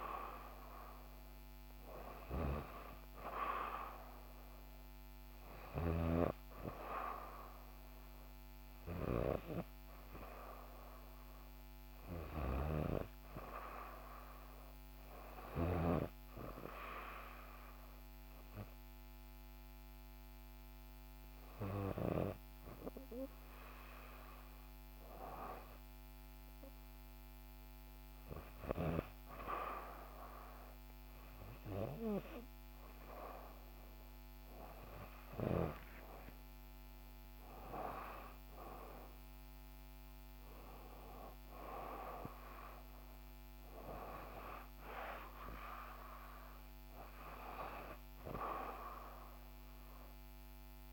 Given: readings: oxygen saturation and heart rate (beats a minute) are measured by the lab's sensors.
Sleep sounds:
breathing in sleep by a microphone on the trachea; 1
16.00-34.00 s: hypopnea (oxygen 97% before, 94% lowest, heart rate 65 before, 62 extreme, up 3 after)
35.50-39.50 s: arousal
From the record:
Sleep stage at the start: REM sleep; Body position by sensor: on the back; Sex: female

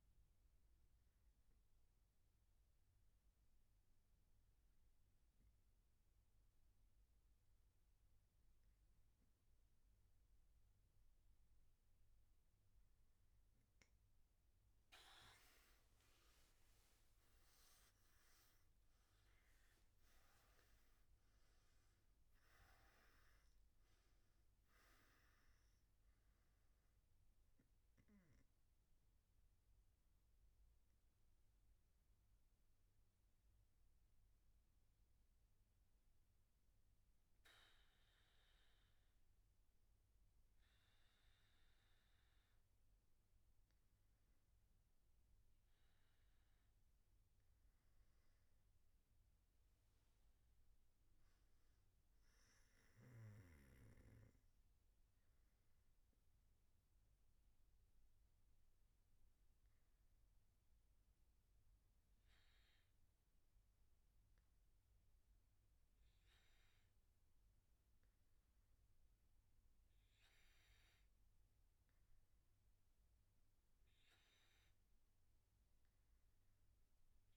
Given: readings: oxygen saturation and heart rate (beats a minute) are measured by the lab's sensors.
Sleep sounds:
breathing in sleep, hard to hear, by a room microphone; none
none scored
From the record:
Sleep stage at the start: N1 (lightest sleep); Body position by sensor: on the back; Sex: male

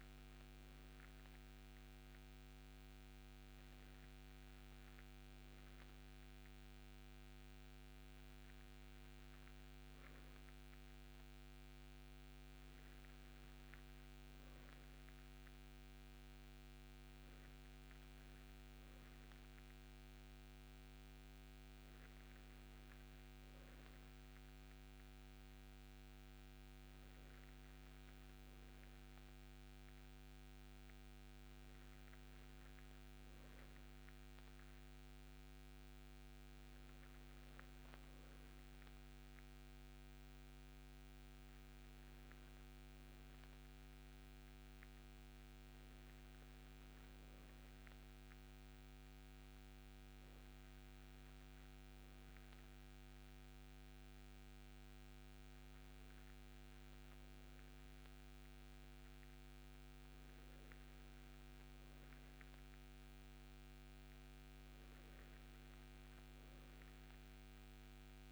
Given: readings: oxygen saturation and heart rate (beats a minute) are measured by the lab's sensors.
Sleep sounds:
breathing in sleep, hard to hear, by a microphone on the trachea; none
none scored
From the record:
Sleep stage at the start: N2 (light sleep); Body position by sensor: on the right side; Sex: male

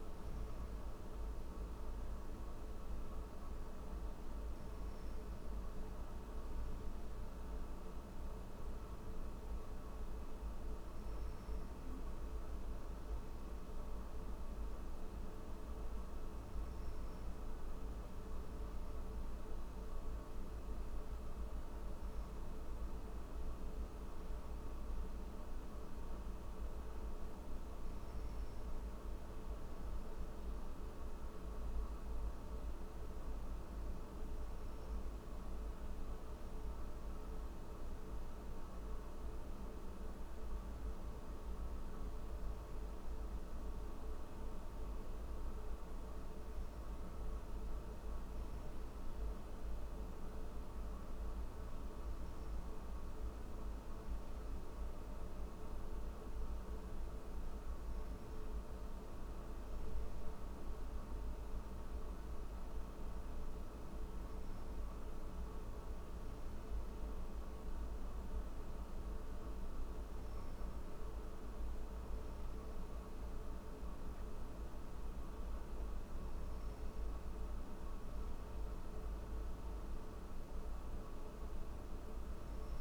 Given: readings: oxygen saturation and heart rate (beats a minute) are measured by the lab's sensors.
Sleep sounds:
breathing in sleep, hard to hear, by a room microphone; none
none scored
From the record:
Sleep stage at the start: N1 (lightest sleep); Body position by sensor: on the back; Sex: male

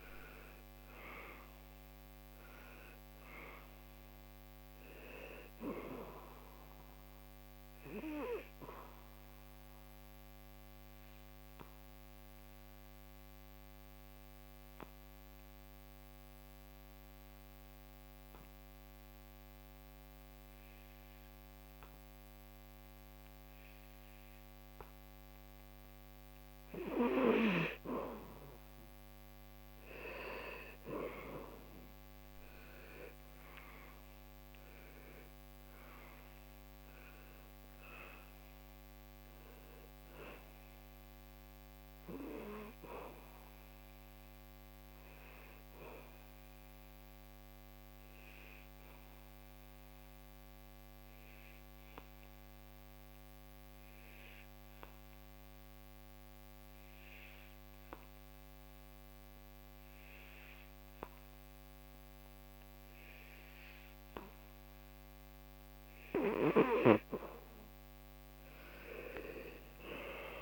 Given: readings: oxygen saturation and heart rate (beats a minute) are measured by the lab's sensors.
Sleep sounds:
breathing in sleep by a microphone on the trachea; 2
0.00-18.00 s: oxygen desaturation (device-marked, oxygen 87% lowest, heart rate 69 extreme)
8.50-28.00 s: obstructive apnea (oxygen 98% before, 87% lowest, heart rate 77 before, 69 extreme, up 11 after)
30.00-53.00 s: oxygen desaturation (device-marked, oxygen 98% before, 88% lowest, heart rate 70 before, 69 extreme)
31.00-35.00 s: arousal
45.50-65.00 s: obstructive apnea (oxygen 98% before, 84% lowest, heart rate 77 before, 69 extreme, up 10 after)
67.00-70.42 s: arousal
68.00-70.42 s: oxygen desaturation (device-marked, oxygen 97% before, 88% lowest, heart rate 74 before, 68 extreme)
From the record:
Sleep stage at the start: N2 (light sleep); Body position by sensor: on the back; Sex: male

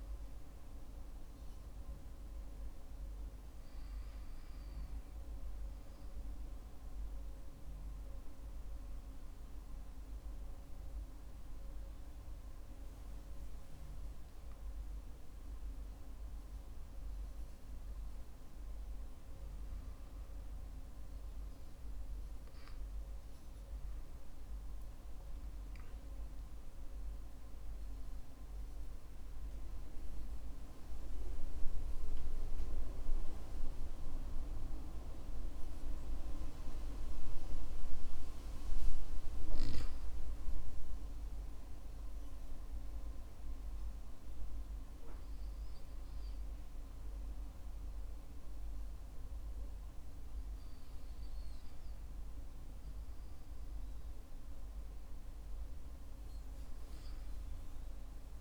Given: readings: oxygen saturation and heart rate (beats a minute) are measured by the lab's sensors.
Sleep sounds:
breathing in sleep by a room microphone; 1
1.00-14.50 s: hypopnea (oxygen 95% before, 93% lowest, heart rate 57 before, 54 extreme, up 14 after)
16.00-20.00 s: arousal
From the record:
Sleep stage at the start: N2 (light sleep); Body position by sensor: on the back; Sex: male

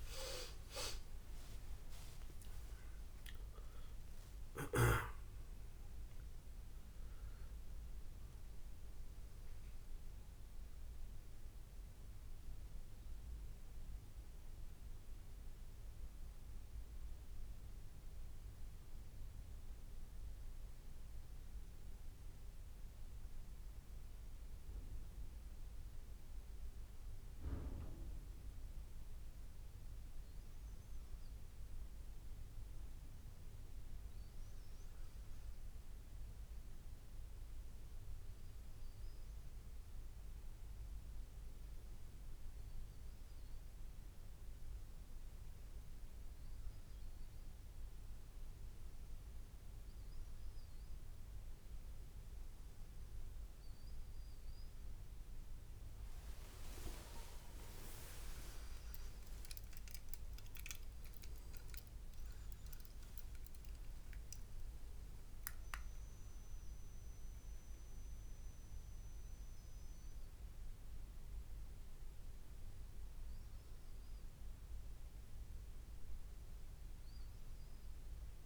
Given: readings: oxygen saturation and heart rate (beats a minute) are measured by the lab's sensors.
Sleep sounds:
a person partly awake in a sleep study, by a room microphone; 1
0.00-4.00 s: arousal
17.50-28.50 s: hypopnea (oxygen 97% before, 94% lowest, heart rate 93 before, 84 extreme, up 1 after)
45.50-78.45 s: new sleep stage, awake
56.00-58.00 s: long interval between heartbeats (device-marked, heart rate 89 before, 101 extreme)
58.00-60.00 s: long interval between heartbeats (device-marked, heart rate 91 before, 113 extreme)
From the record:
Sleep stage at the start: N1 (lightest sleep); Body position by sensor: on the back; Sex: male

